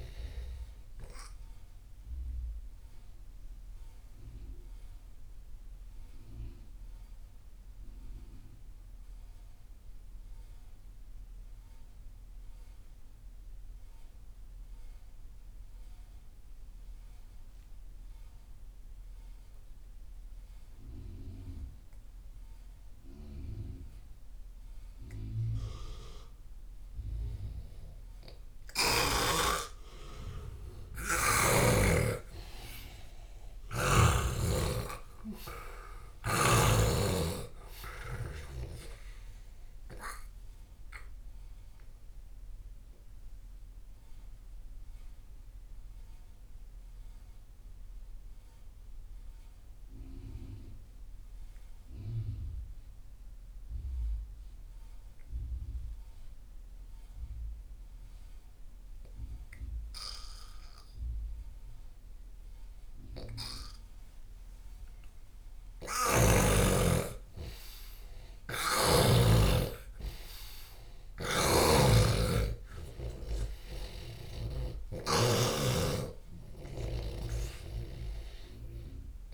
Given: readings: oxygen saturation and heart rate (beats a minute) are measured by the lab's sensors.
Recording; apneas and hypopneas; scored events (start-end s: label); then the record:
breathing in sleep by a room microphone; 2
0.00-19.50 s: oxygen desaturation (device-marked, oxygen 83% lowest)
1.00-25.00 s: obstructive apnea (oxygen 98% before, 83% lowest)
30.50-34.50 s: arousal
36.50-63.50 s: oxygen desaturation (device-marked, oxygen 97% before, 86% lowest)
42.00-66.50 s: mixed apnea (oxygen 98% before, 86% lowest)
68.00-71.00 s: arousal
71.00-79.34 s: snoring (device-marked)
From the record:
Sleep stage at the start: N2 (light sleep); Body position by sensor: on the left side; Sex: male